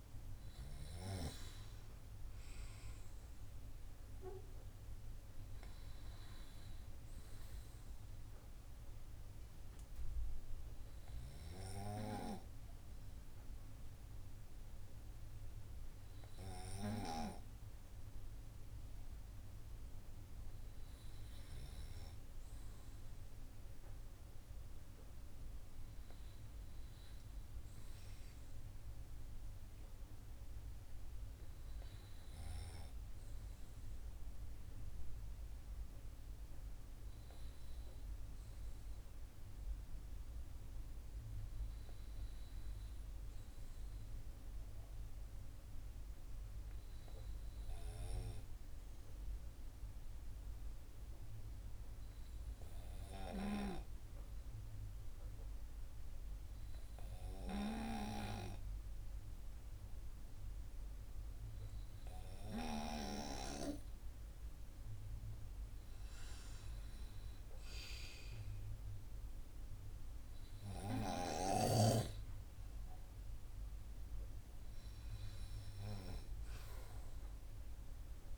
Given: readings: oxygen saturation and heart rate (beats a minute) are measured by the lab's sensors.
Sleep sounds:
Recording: breathing in sleep by a room microphone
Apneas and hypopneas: 1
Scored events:
48.00-63.00 s: hypopnea (oxygen 98% before, 96% lowest, heart rate 130 before, 25 extreme, up 24 after)
65.50-69.50 s: arousal
From the record:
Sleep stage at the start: N2 (light sleep)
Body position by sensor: on the right side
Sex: male

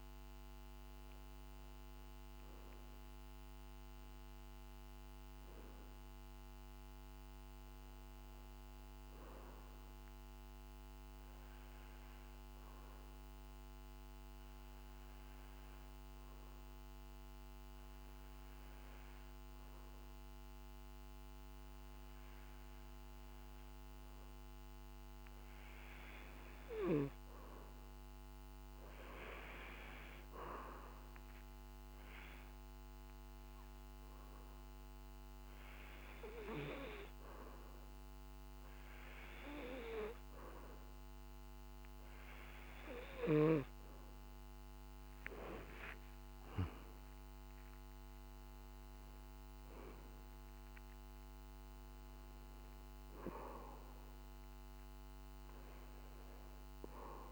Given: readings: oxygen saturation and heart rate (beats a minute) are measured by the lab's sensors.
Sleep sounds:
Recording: breathing in sleep by a microphone on the trachea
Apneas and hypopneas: 1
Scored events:
10.00-26.50 s: obstructive apnea (oxygen 96% before, 93% lowest, heart rate 51 before, 50 extreme, up 4 after)
27.00-30.50 s: arousal
From the record:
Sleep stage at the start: N2 (light sleep)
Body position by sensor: on the back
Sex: male

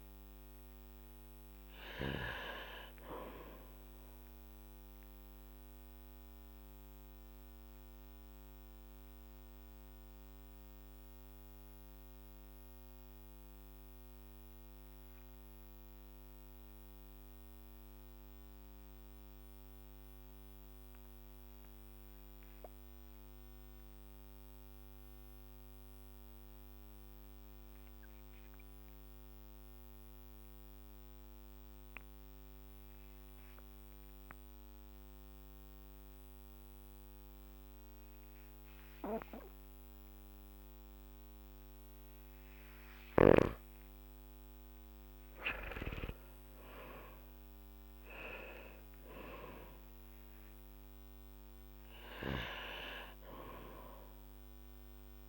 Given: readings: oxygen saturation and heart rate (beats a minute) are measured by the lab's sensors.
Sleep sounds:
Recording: breathing in sleep by a microphone on the trachea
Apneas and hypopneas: 1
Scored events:
4.50-42.50 s: mixed apnea (oxygen 99% before, 86% lowest, heart rate 49 before, 46 extreme, up 7 after)
26.00-49.00 s: oxygen desaturation (device-marked, oxygen 98% before, 86% lowest, heart rate 49 before, 47 extreme)
44.50-49.50 s: arousal
From the record:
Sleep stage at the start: N2 (light sleep)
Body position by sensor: on the back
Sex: male

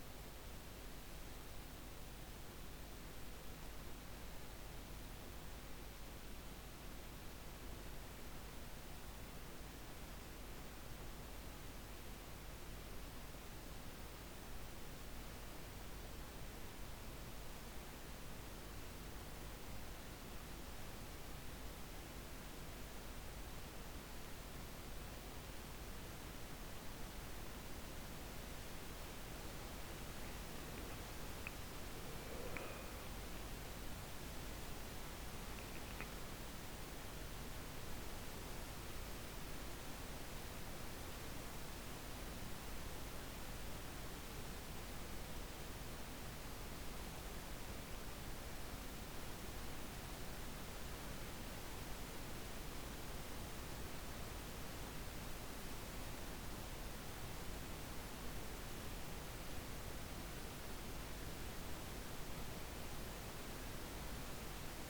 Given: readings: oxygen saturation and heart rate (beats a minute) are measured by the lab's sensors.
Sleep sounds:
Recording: breathing in sleep, hard to hear, by a microphone on the trachea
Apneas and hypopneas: none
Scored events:
30.50-34.00 s: arousal
From the record:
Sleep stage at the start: N1 (lightest sleep)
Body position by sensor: on the back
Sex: female

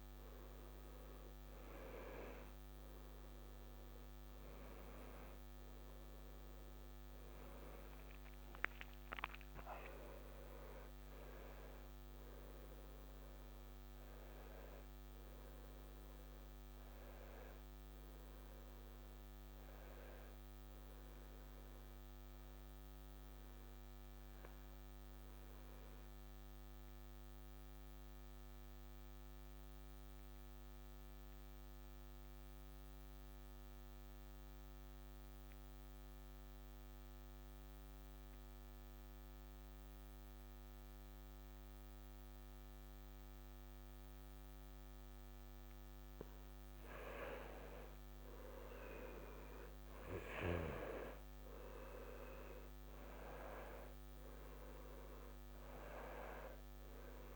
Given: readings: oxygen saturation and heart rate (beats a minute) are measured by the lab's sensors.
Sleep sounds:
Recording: breathing in sleep by a microphone on the trachea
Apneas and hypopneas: 1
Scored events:
0.00-23.00 s: oxygen desaturation (device-marked, oxygen 84% lowest, heart rate 63 extreme)
25.00-45.50 s: obstructive apnea (oxygen 98% before, 83% lowest, heart rate 77 before, 63 extreme, up 10 after)
41.00-57.36 s: oxygen desaturation (device-marked, oxygen 98% before, 87% lowest, heart rate 69 before, 63 extreme)
46.50-51.50 s: arousal
From the record:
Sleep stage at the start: N2 (light sleep)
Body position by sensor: on the back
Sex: male

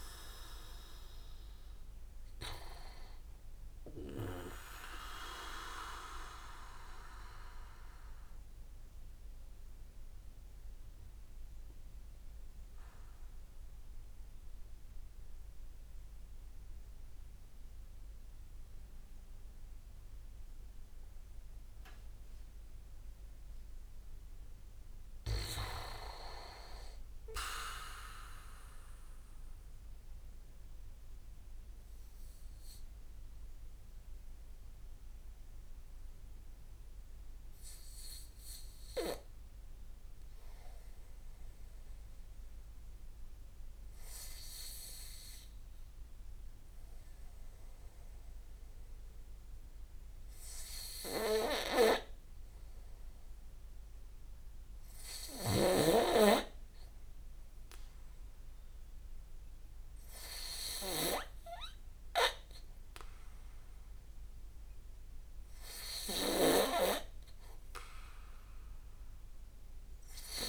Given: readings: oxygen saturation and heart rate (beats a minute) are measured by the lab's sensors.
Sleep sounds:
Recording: breathing in sleep by a room microphone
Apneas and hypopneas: 2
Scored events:
0.00-23.50 s: oxygen desaturation (device-marked, oxygen 88% lowest, heart rate 51 extreme)
5.00-22.00 s: mixed apnea (oxygen 98% before, 88% lowest, heart rate 68 before, 51 extreme, up 6 after)
24.50-28.50 s: arousal
33.00-51.50 s: obstructive apnea (oxygen 100% before, 93% lowest, heart rate 59 before, 58 extreme, up 3 after)
54.00-57.50 s: arousal
55.00-70.49 s: snoring (device-marked)
56.50-70.49 s: oxygen desaturation (device-marked, oxygen 98% before, 94% lowest, heart rate 58 before, 52 extreme)
From the record:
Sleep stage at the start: N2 (light sleep)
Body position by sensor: on the back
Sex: male

